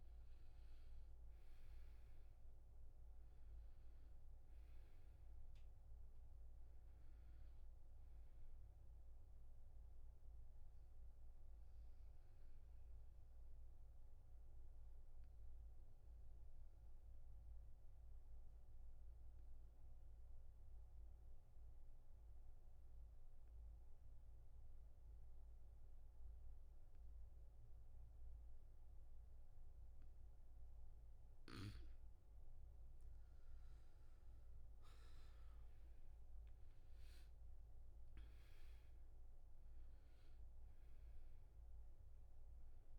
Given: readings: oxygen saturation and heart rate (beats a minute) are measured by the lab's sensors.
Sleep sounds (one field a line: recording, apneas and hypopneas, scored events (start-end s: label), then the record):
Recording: breathing in sleep, hard to hear, by a room microphone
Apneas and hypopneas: 1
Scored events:
0.00-17.00 s: oxygen desaturation (device-marked, oxygen 84% lowest, heart rate 70 extreme)
10.50-31.00 s: obstructive apnea (oxygen 98% before, 82% lowest, heart rate 77 before, 70 extreme, up 10 after)
32.00-42.98 s: oxygen desaturation (device-marked, oxygen 99% before, 82% lowest, heart rate 73 before, 69 extreme)
33.50-37.00 s: arousal
From the record:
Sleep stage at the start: N2 (light sleep)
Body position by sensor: on the back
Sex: male